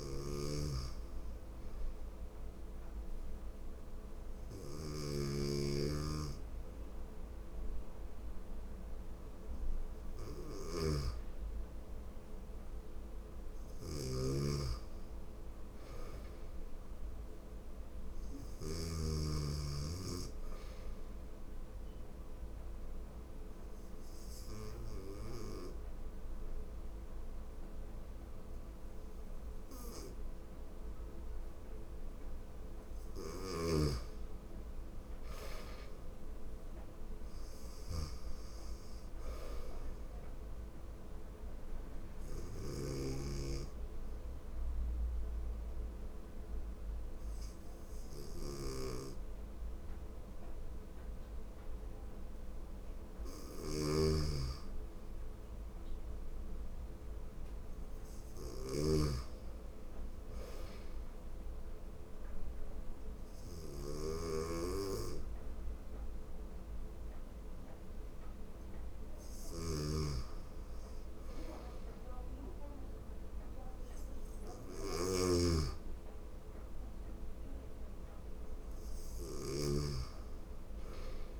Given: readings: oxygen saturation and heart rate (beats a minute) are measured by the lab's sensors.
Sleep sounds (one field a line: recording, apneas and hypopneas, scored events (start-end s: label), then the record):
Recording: breathing in sleep by a room microphone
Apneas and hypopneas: 3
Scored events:
0.00-8.00 s: oxygen desaturation (device-marked, oxygen 91% lowest, heart rate 81 extreme)
0.00-18.50 s: snoring (device-marked)
21.00-32.00 s: obstructive apnea (oxygen 95% before, 89% lowest, heart rate 82 before, 81 extreme, up 2 after)
32.50-81.40 s: snoring (device-marked)
33.50-37.00 s: arousal
40.00-54.00 s: oxygen desaturation (device-marked, oxygen 95% before, 89% lowest, heart rate 83 before, 81 extreme)
41.50-53.50 s: obstructive apnea (oxygen 95% before, 89% lowest, heart rate 83 before, 81 extreme, up 2 after)
54.50-58.50 s: arousal
61.00-71.00 s: obstructive apnea (oxygen 97% before, 89% lowest, heart rate 82 before, 81 extreme, up 0 after)
66.00-80.00 s: oxygen desaturation (device-marked, oxygen 97% before, 91% lowest, heart rate 82 before, 81 extreme)
73.00-76.50 s: arousal
From the record:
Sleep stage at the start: N2 (light sleep)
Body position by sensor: on the right side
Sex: female